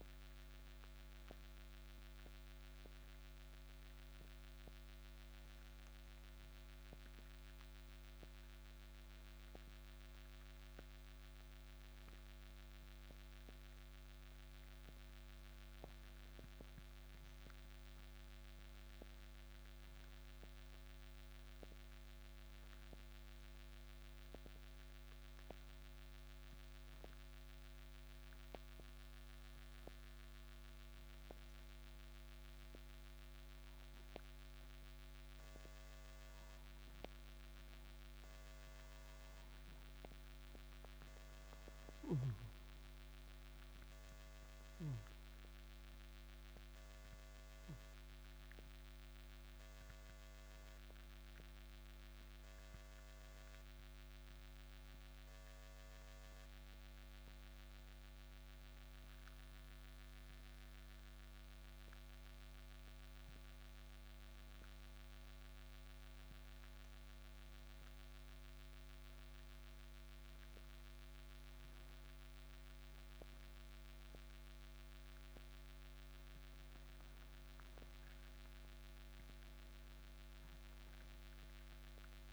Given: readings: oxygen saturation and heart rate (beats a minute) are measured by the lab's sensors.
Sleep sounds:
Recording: breathing in sleep, hard to hear, by a microphone on the trachea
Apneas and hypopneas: 2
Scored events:
25.50-40.50 s: hypopnea (oxygen 96% before, 90% lowest, heart rate 62 before, 59 extreme, up 8 after)
43.00-48.00 s: arousal
45.50-75.50 s: oxygen desaturation (device-marked, oxygen 95% before, 90% lowest, heart rate 61 before, 59 extreme)
62.00-75.00 s: hypopnea (oxygen 95% before, 90% lowest, heart rate 64 before, 59 extreme, up 5 after)
78.50-82.33 s: arousal
From the record:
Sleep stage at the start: N2 (light sleep)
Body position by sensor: on the right side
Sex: male

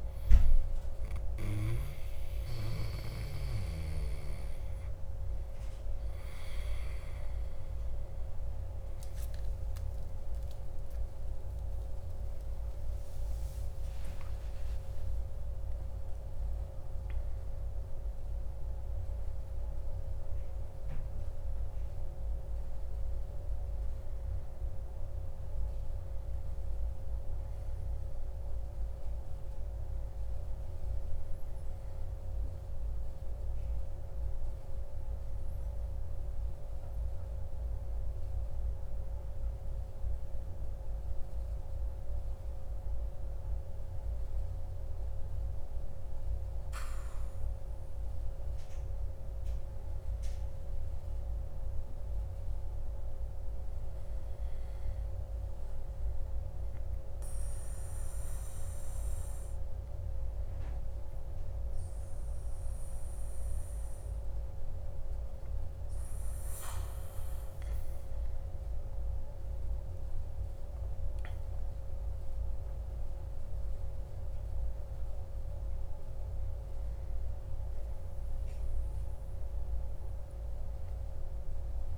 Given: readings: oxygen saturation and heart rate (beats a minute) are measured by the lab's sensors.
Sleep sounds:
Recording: breathing in sleep, hard to hear, by a room microphone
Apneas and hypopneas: 1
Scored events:
0.00-1.00 s: oxygen desaturation (device-marked, oxygen 95% lowest, heart rate 55 extreme)
14.50-18.50 s: arousal
36.00-47.50 s: obstructive apnea (oxygen 99% before, 97% lowest, heart rate 62 before, 55 extreme, up 5 after)
50.00-53.00 s: arousal
52.00-81.98 s: new sleep stage, N2 (light sleep)
From the record:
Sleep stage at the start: N1 (lightest sleep)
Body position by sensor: on the back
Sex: male

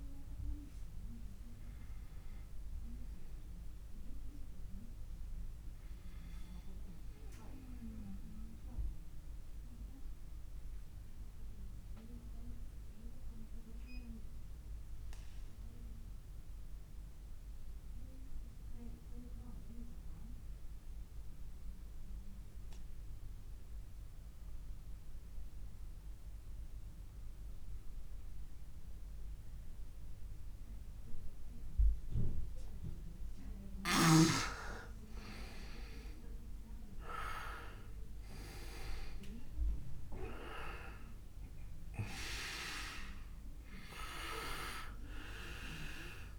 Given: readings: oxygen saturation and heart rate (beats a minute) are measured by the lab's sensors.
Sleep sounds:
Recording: breathing in sleep by a room microphone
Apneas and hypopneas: 1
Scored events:
0.00-17.00 s: oxygen desaturation (device-marked, oxygen 85% lowest)
7.00-32.50 s: obstructive apnea (oxygen 97% before, 85% lowest)
35.50-39.50 s: arousal
38.00-46.39 s: oxygen desaturation (device-marked, oxygen 99% before, 90% lowest)
From the record:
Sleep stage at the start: N2 (light sleep)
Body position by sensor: on the back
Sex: male

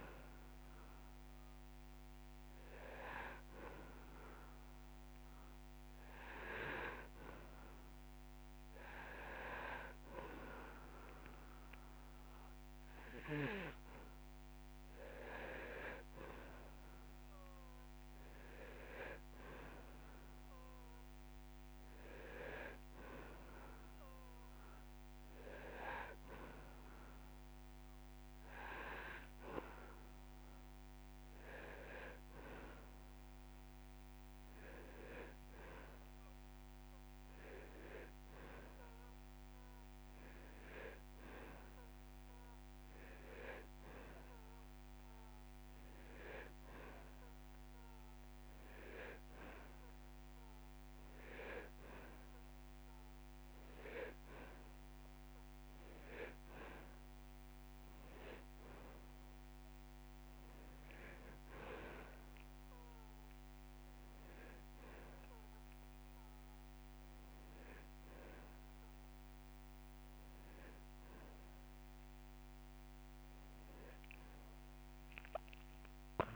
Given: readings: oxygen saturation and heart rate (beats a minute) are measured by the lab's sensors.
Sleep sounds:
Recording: breathing in sleep by a microphone on the trachea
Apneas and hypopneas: none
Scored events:
43.00-45.00 s: long interval between heartbeats (device-marked)
From the record:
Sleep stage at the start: N2 (light sleep)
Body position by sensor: on the back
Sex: male

